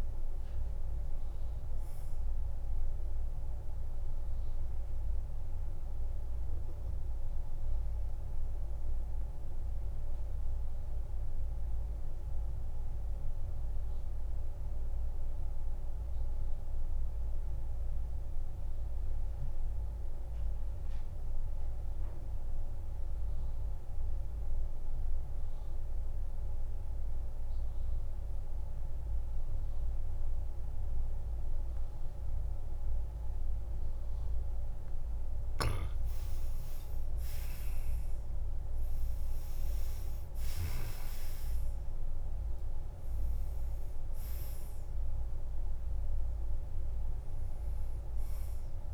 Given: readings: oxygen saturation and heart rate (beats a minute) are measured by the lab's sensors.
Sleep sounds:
breathing in sleep, hard to hear, by a room microphone; 1
0.00-17.00 s: oxygen desaturation (device-marked, oxygen 92% lowest, heart rate 46 extreme)
4.50-34.00 s: obstructive apnea (oxygen 99% before, 88% lowest, heart rate 56 before, 44 extreme, up 14 after)
31.00-48.94 s: oxygen desaturation (device-marked, oxygen 99% before, 88% lowest, heart rate 48 before, 44 extreme)
36.50-40.50 s: arousal
From the record:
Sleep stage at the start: N2 (light sleep); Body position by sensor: on the back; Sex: male

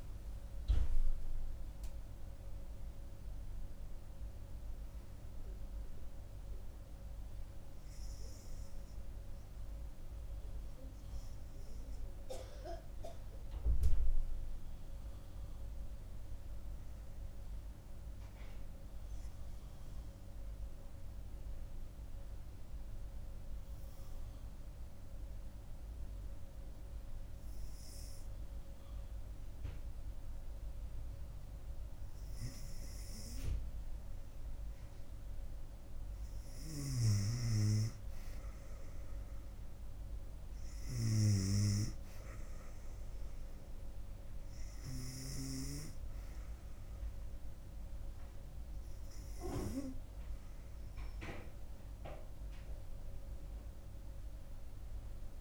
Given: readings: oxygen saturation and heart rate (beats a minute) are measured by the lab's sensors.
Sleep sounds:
breathing in sleep by a room microphone; 1
0.00-1.00 s: arousal
12.00-33.50 s: hypopnea (oxygen 98% before, 94% lowest, heart rate 72 before, 68 extreme, up 2 after)
35.50-38.00 s: arousal
37.50-55.41 s: oxygen desaturation (device-marked, oxygen 97% before, 94% lowest, heart rate 70 before, 66 extreme)
From the record:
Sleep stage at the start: N2 (light sleep); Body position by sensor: on the right side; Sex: female

